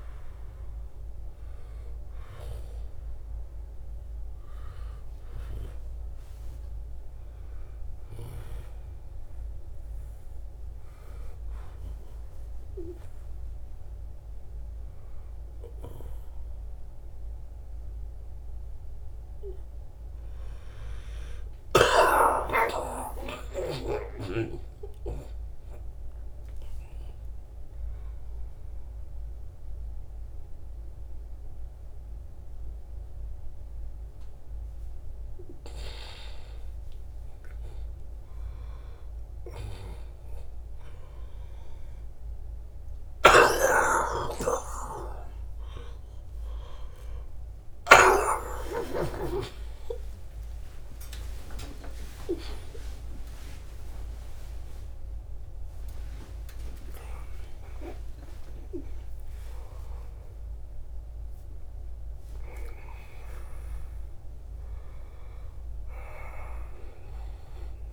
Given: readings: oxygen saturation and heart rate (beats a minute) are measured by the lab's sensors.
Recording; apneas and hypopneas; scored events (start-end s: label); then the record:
a person partly awake in a sleep study, by a room microphone; 1
0.00-15.00 s: oxygen desaturation (device-marked, oxygen 92% lowest, heart rate 80 extreme)
8.50-20.00 s: hypopnea (oxygen 98% before, 92% lowest, heart rate 80 before, 80 extreme, up 13 after)
18.00-48.00 s: new sleep stage, awake
22.50-24.50 s: long interval between heartbeats (device-marked, heart rate 81 before, 90 extreme)
43.50-45.50 s: long interval between heartbeats (device-marked, heart rate 87 before, 94 extreme)
43.50-47.50 s: snoring (device-marked)
48.00-67.93 s: new sleep stage, N1 (lightest sleep)
48.50-50.50 s: long interval between heartbeats (device-marked, heart rate 89 before, 120 extreme)
50.50-52.50 s: long interval between heartbeats (device-marked, heart rate 93 before, 138 extreme)
61.50-63.50 s: long interval between heartbeats (device-marked, heart rate 108 before, 104 extreme)
From the record:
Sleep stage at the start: N2 (light sleep); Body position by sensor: on the right side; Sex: male